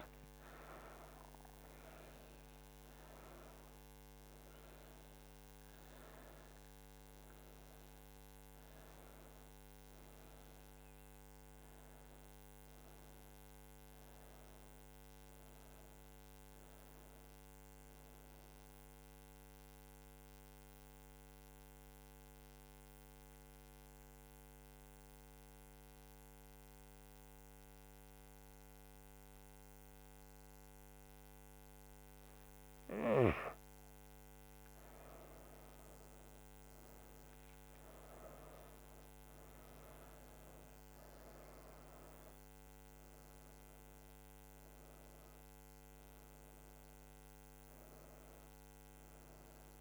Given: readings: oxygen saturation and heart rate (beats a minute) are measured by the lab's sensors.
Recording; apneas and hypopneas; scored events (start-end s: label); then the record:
breathing in sleep, hard to hear, by a microphone on the trachea; 1
0.00-4.00 s: oxygen desaturation (device-marked, oxygen 91% lowest, heart rate 73 extreme)
11.00-49.81 s: new sleep stage, N2 (light sleep)
18.50-32.00 s: central apnea (oxygen 98% before, 89% lowest, heart rate 92 before, 70 extreme, up 7 after)
35.00-38.50 s: arousal
35.00-49.81 s: oxygen desaturation (device-marked, oxygen 96% before, 89% lowest, heart rate 77 before, 69 extreme)
From the record:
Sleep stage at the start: N1 (lightest sleep); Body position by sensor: on the back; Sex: female